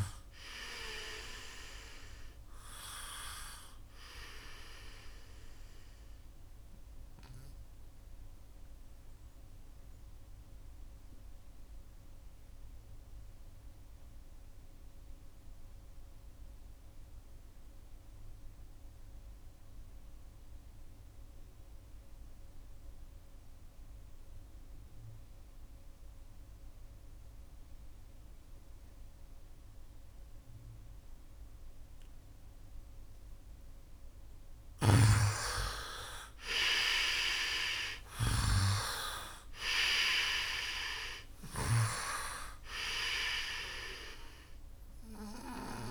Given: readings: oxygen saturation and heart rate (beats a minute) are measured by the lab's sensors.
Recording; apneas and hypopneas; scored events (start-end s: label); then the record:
breathing in sleep by a room microphone; 1
0.00-16.00 s: oxygen desaturation (device-marked, oxygen 84% lowest, heart rate 71 extreme)
8.00-33.00 s: obstructive apnea (oxygen 98% before, 84% lowest, heart rate 77 before, 69 extreme, up 7 after)
32.00-45.91 s: oxygen desaturation (device-marked, oxygen 99% before, 84% lowest, heart rate 74 before, 67 extreme)
34.00-41.50 s: snoring (device-marked)
From the record:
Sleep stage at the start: N2 (light sleep); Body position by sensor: on the right side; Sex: male